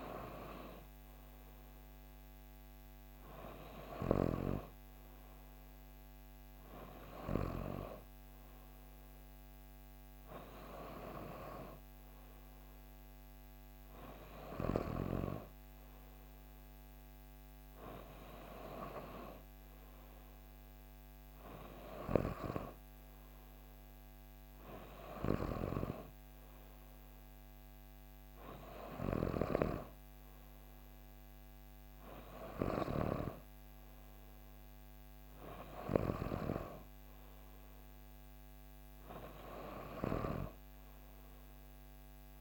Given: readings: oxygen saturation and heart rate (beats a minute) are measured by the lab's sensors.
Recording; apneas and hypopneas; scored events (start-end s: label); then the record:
breathing in sleep by a microphone on the trachea; none
none scored
From the record:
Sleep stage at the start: N2 (light sleep); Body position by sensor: on the back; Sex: female